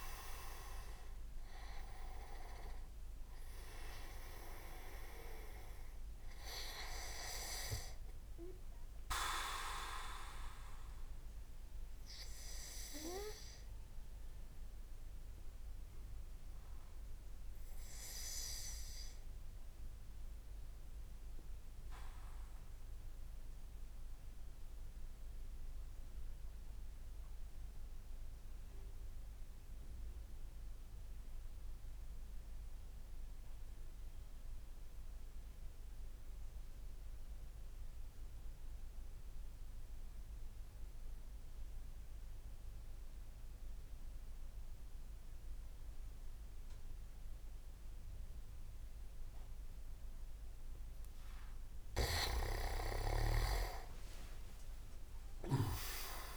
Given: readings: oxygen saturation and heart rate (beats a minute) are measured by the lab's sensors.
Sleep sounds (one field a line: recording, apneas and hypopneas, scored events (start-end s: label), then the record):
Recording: breathing in sleep by a room microphone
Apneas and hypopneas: 1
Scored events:
0.00-12.00 s: oxygen desaturation (device-marked, oxygen 93% lowest)
10.00-50.00 s: obstructive apnea (oxygen 98% before, 93% lowest)
44.00-56.37 s: oxygen desaturation (device-marked, oxygen 99% before, 93% lowest)
53.00-55.50 s: leg movement (device-marked)
53.50-56.37 s: arousal
From the record:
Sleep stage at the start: N2 (light sleep)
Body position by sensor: on the back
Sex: male